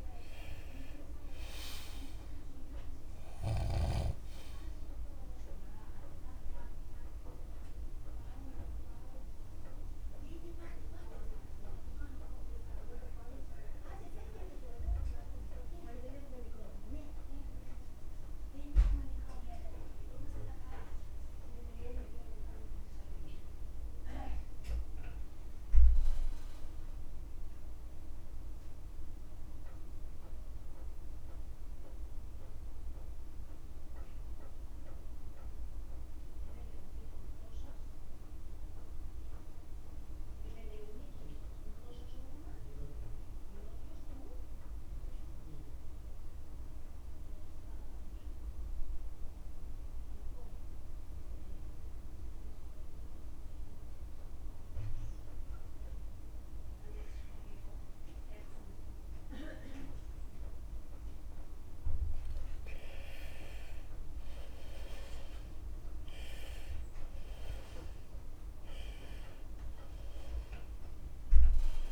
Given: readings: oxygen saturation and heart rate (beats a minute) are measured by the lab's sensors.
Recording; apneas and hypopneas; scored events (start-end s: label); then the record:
breathing in sleep by a room microphone; 1
3.50-5.50 s: long interval between heartbeats (device-marked, heart rate 52 before, 67 extreme)
4.50-27.50 s: oxygen desaturation (device-marked, oxygen 98% before, 88% lowest, heart rate 53 before, 29 extreme)
7.00-60.00 s: obstructive apnea (oxygen 98% before, 77% lowest, heart rate 54 before, 27 extreme, up 42 after)
25.00-27.00 s: long interval between heartbeats (device-marked, heart rate 53 before, 52 extreme)
32.00-34.00 s: long interval between heartbeats (device-marked, heart rate 47 before, 44 extreme)
34.50-36.50 s: long interval between heartbeats (device-marked, heart rate 46 before, 50 extreme)
36.50-71.92 s: new sleep stage, REM sleep
37.00-39.00 s: long interval between heartbeats (device-marked, heart rate 46 before, 50 extreme)
41.00-43.00 s: long interval between heartbeats (device-marked, heart rate 47 before, 49 extreme)
41.50-71.92 s: oxygen desaturation (device-marked, oxygen 96% before, 77% lowest)
46.50-48.50 s: long interval between heartbeats (device-marked, heart rate 46 before, 36 extreme)
50.00-52.00 s: long interval between heartbeats (device-marked, heart rate 45 before, 34 extreme)
54.00-56.00 s: long interval between heartbeats (device-marked, heart rate 43 before, 41 extreme)
62.50-64.50 s: long interval between heartbeats (device-marked, heart rate 37 before, 48 extreme)
62.50-67.50 s: arousal
66.00-68.00 s: long interval between heartbeats (device-marked, heart rate 37 before, 67 extreme)
68.50-70.50 s: long interval between heartbeats (device-marked, heart rate 42 before, 60 extreme)
From the record:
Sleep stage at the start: N2 (light sleep); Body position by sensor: on the left side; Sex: male